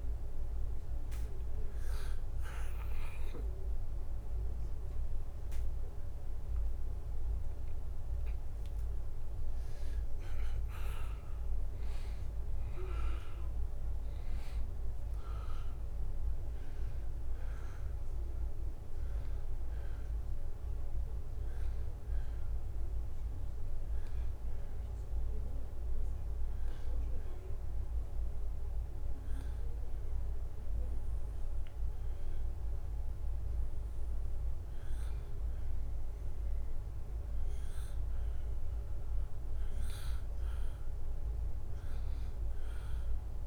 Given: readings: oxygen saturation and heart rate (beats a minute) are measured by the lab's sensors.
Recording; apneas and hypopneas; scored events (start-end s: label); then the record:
breathing in sleep, hard to hear, by a room microphone; 1
0.00-4.00 s: arousal
0.00-13.00 s: oxygen desaturation (device-marked, oxygen 90% lowest, heart rate 79 extreme)
26.00-38.50 s: obstructive apnea (oxygen 93% before, 90% lowest, heart rate 85 before, 78 extreme, up 0 after)
40.50-43.47 s: arousal
From the record:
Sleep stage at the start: N2 (light sleep); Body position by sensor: on the back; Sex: male